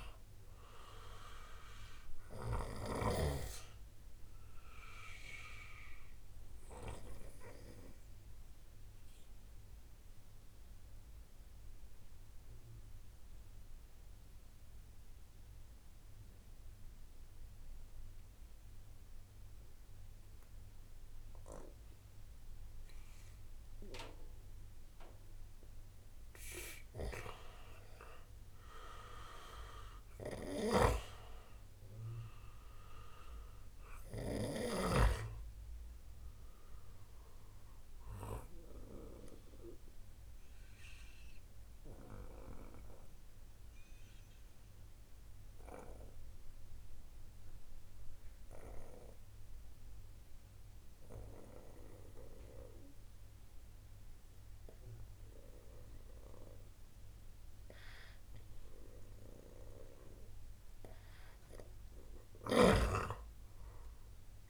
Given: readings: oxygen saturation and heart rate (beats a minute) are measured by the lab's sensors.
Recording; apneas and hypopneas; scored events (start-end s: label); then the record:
breathing in sleep by a room microphone; 2
0.00-1.00 s: arousal
6.50-26.00 s: obstructive apnea (oxygen 97% before, 91% lowest, heart rate 71 before, 60 extreme, up 2 after)
28.50-31.50 s: arousal
30.50-35.00 s: snoring (device-marked)
37.00-59.50 s: obstructive apnea (oxygen 96% before, 91% lowest, heart rate 77 before, 57 extreme, up 19 after)
62.50-64.49 s: arousal
From the record:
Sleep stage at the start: N2 (light sleep); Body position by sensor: on the right side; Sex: male